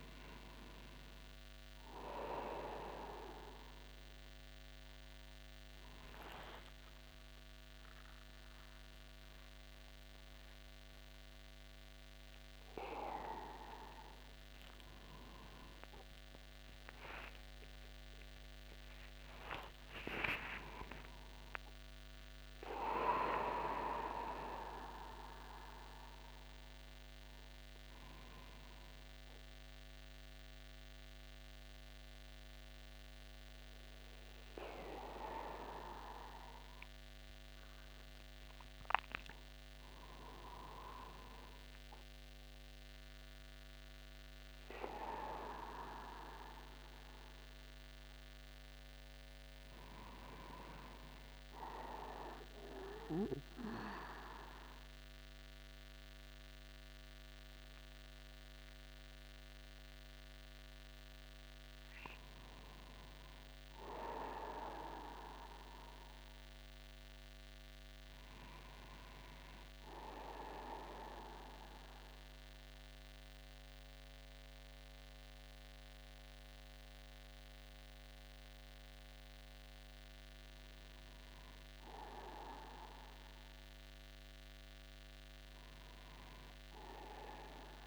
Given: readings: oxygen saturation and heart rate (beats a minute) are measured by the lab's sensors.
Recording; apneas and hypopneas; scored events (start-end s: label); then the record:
a person awake in a sleep study, by a microphone on the trachea; 1
8.50-10.50 s: long interval between heartbeats (device-marked, heart rate 53 before, 99 extreme)
10.50-12.50 s: long interval between heartbeats (device-marked, heart rate 58 before, 110 extreme)
13.00-15.00 s: long interval between heartbeats (device-marked, heart rate 64 before, 77 extreme)
15.50-17.50 s: long interval between heartbeats (device-marked, heart rate 69 before, 78 extreme)
19.50-21.50 s: long interval between heartbeats (device-marked, heart rate 76 before, 99 extreme)
22.50-24.50 s: long interval between heartbeats (device-marked, heart rate 84 before, 89 extreme)
45.50-87.87 s: new sleep stage, N1 (lightest sleep)
70.50-81.00 s: central apnea (oxygen 98% before, 94% lowest, heart rate 51 before, 50 extreme, up 1 after)
85.00-87.87 s: arousal
From the record:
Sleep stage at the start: awake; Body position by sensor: upright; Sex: male